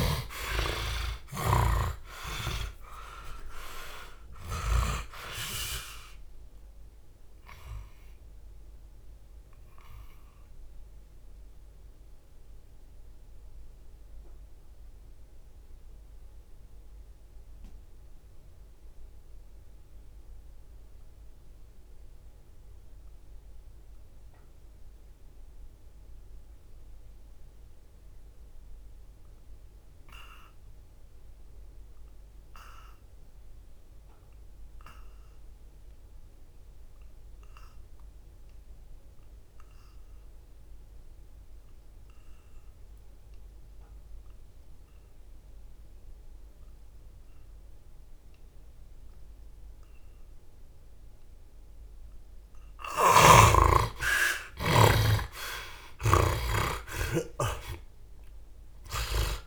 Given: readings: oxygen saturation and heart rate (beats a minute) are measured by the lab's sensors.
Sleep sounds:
breathing in sleep by a room microphone; 1
0.00-2.00 s: arousal
0.00-4.50 s: snoring (device-marked)
0.00-25.50 s: oxygen desaturation (device-marked, oxygen 59% lowest, heart rate 61 extreme)
7.00-50.50 s: mixed apnea (oxygen 84% before, 58% lowest, heart rate 80 before, 61 extreme, up 11 after)
37.50-59.47 s: oxygen desaturation (device-marked, oxygen 91% before, 58% lowest, heart rate 63 before, 64 extreme)
52.50-56.00 s: snoring (device-marked)
54.00-58.00 s: arousal
From the record:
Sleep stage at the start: N2 (light sleep); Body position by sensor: on the back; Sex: male

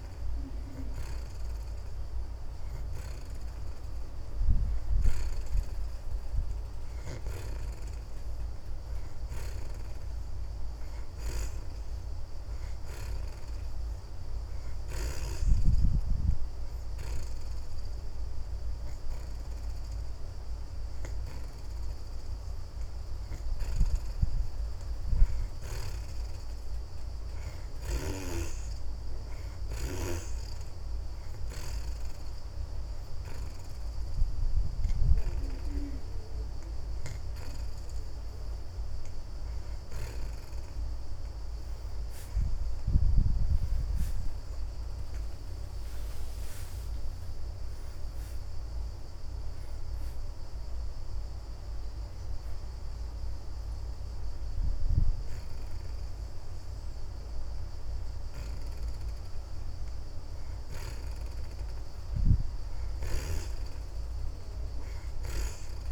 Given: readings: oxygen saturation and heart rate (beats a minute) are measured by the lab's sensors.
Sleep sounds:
breathing in sleep by a room microphone; none
0.00-6.00 s: oxygen desaturation (device-marked, oxygen 62% lowest)
32.00-37.00 s: oxygen desaturation (device-marked, oxygen 69% before, 63% lowest)
43.50-48.50 s: arousal
47.00-59.00 s: oxygen desaturation (device-marked, oxygen 67% before, 60% lowest)
From the record:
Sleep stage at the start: N2 (light sleep); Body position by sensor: on the back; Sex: female

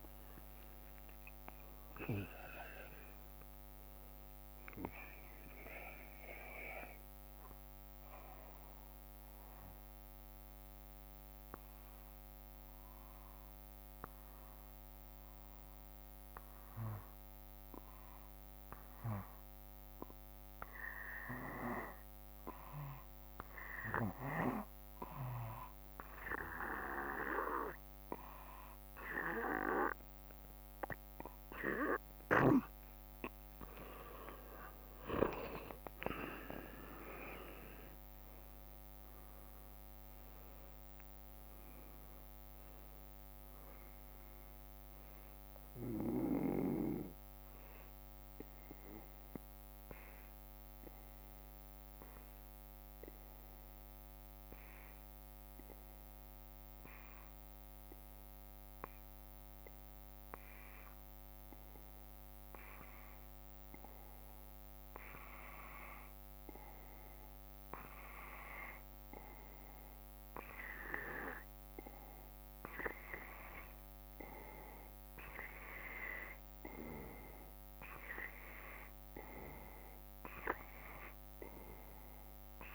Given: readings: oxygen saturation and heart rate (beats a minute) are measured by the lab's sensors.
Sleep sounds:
breathing in sleep by a microphone on the trachea; 2
0.50-4.00 s: arousal
6.50-31.00 s: obstructive apnea (oxygen 95% before, 88% lowest, heart rate 58 before, 54 extreme, up 23 after)
25.00-41.00 s: oxygen desaturation (device-marked, oxygen 95% before, 88% lowest, heart rate 55 before, 55 extreme)
33.00-37.00 s: arousal
34.00-36.00 s: long interval between heartbeats (device-marked, heart rate 57 before, 74 extreme)
36.00-50.00 s: drop in pulse transit time (device-marked, heart rate 59 before, 58 extreme)
51.50-69.00 s: hypopnea (oxygen 95% before, 88% lowest, heart rate 69 before, 55 extreme, up 3 after)
73.00-77.50 s: arousal
From the record:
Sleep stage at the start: N2 (light sleep); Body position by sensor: on the back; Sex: male

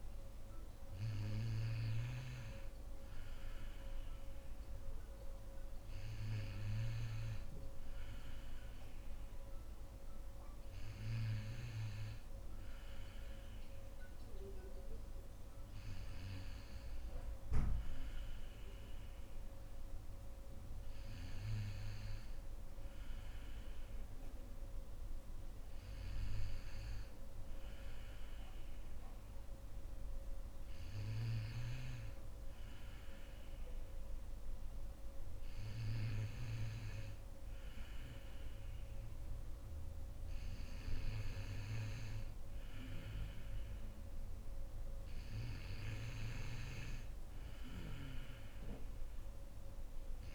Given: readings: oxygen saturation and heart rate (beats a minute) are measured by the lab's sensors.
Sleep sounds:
breathing in sleep by a room microphone; none
none scored
From the record:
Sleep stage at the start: N2 (light sleep); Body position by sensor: on the right side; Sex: female

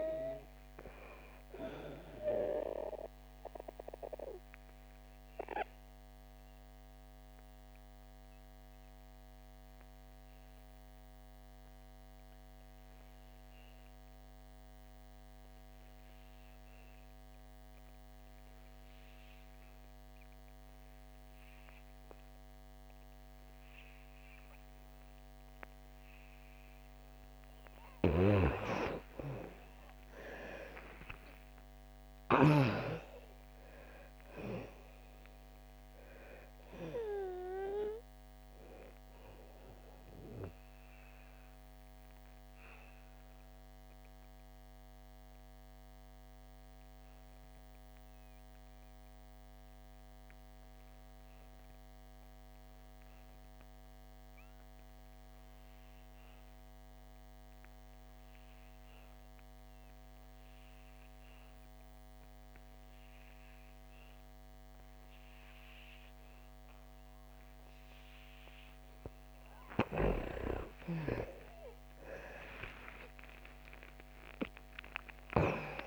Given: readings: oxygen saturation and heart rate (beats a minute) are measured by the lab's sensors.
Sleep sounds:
breathing in sleep by a microphone on the trachea; 2
0.00-18.50 s: oxygen desaturation (device-marked, oxygen 80% lowest, heart rate 56 extreme)
2.00-26.50 s: obstructive apnea (oxygen 97% before, 79% lowest, heart rate 70 before, 56 extreme, up 33 after)
30.50-34.50 s: arousal
32.50-57.50 s: oxygen desaturation (device-marked, oxygen 98% before, 80% lowest, heart rate 67 before, 56 extreme)
40.50-68.50 s: obstructive apnea (oxygen 98% before, 78% lowest, heart rate 75 before, 56 extreme)
62.50-75.87 s: oxygen desaturation (device-marked, oxygen 99% before, 79% lowest, heart rate 60 before, 57 extreme)
71.00-75.50 s: arousal
From the record:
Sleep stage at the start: N2 (light sleep); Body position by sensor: on the back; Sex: female

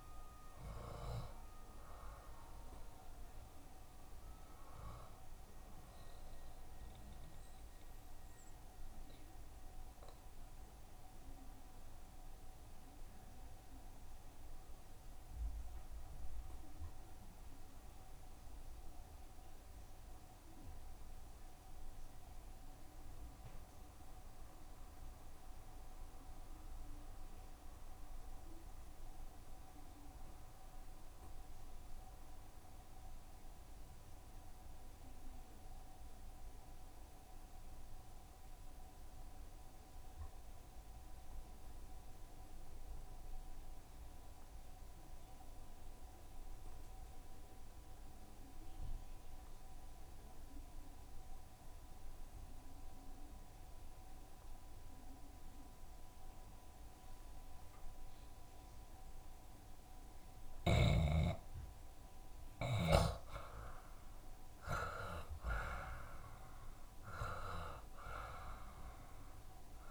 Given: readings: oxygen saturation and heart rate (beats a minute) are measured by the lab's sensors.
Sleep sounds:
breathing in sleep by a room microphone; 1
0.00-27.00 s: oxygen desaturation (device-marked, oxygen 78% lowest, heart rate 65 extreme)
8.00-58.50 s: obstructive apnea (oxygen 84% before, 73% lowest, heart rate 75 before, 65 extreme, up 26 after)
29.00-69.91 s: oxygen desaturation (device-marked, oxygen 95% before, 73% lowest, heart rate 67 before, 66 extreme)
46.50-48.50 s: long interval between heartbeats (device-marked, heart rate 70 before, 87 extreme)
54.50-56.50 s: long interval between heartbeats (device-marked, heart rate 75 before, 79 extreme)
57.00-59.00 s: long interval between heartbeats (device-marked, heart rate 77 before, 88 extreme)
63.50-69.00 s: arousal
From the record:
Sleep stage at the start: N2 (light sleep); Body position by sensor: on the back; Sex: male

